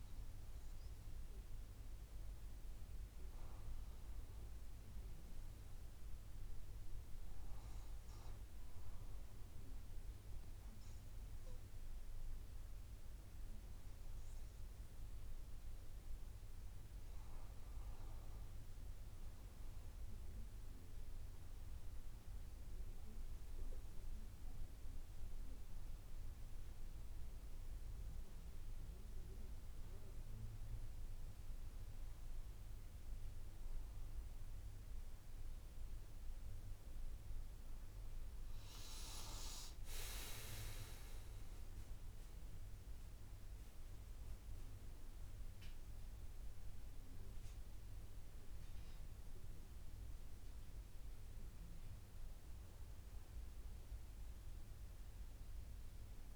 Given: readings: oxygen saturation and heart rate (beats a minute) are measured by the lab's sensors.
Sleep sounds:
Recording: breathing in sleep, hard to hear, by a room microphone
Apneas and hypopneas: 1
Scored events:
3.00-6.00 s: arousal
7.50-18.00 s: obstructive apnea (oxygen 96% before, 91% lowest)
19.00-22.00 s: arousal
27.00-44.00 s: oxygen desaturation (device-marked, oxygen 94% before, 91% lowest)
55.00-56.36 s: arousal
From the record:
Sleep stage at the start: N2 (light sleep)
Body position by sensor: on the back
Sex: female

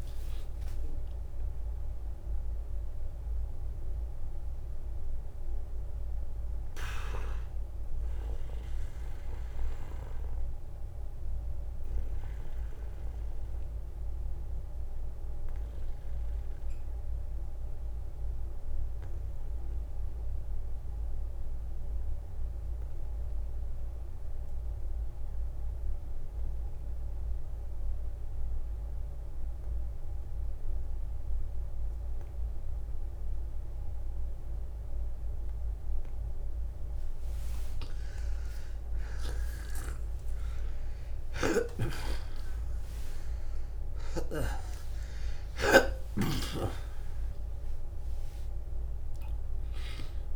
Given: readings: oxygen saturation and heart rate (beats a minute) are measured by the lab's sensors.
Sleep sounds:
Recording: breathing in sleep by a room microphone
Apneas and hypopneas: 1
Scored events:
2.00-36.50 s: mixed apnea (oxygen 96% before, 79% lowest, heart rate 84 before, 41 extreme, up 22 after)
8.50-10.50 s: long interval between heartbeats (device-marked, heart rate 74 before, 55 extreme)
8.50-23.50 s: oxygen desaturation (device-marked, oxygen 93% before, 84% lowest, heart rate 74 before, 41 extreme)
13.50-15.50 s: long interval between heartbeats (device-marked, heart rate 66 before, 52 extreme)
38.00-41.50 s: arousal
41.00-45.50 s: snoring (device-marked)
45.50-47.50 s: long interval between heartbeats (device-marked, heart rate 60 before, 84 extreme)
46.50-50.36 s: new sleep stage, N1 (lightest sleep)
47.50-50.36 s: oxygen desaturation (device-marked, oxygen 93% before, 79% lowest, heart rate 64 before, 42 extreme)
From the record:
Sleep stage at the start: N2 (light sleep)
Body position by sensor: on the back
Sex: male

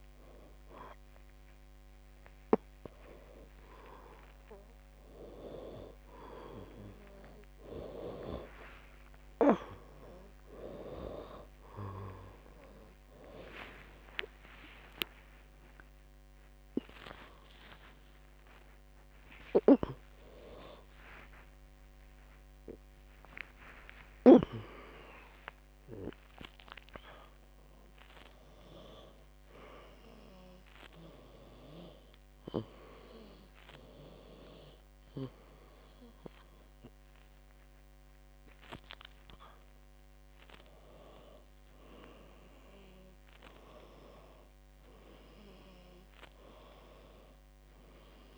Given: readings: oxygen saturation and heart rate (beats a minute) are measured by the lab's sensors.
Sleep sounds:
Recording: a person awake in a sleep study, by a microphone on the trachea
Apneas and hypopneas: none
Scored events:
14.00-26.00 s: oxygen desaturation (device-marked, oxygen 98% before, 95% lowest, heart rate 135 before, 66 extreme)
From the record:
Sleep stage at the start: awake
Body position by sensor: on the back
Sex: female

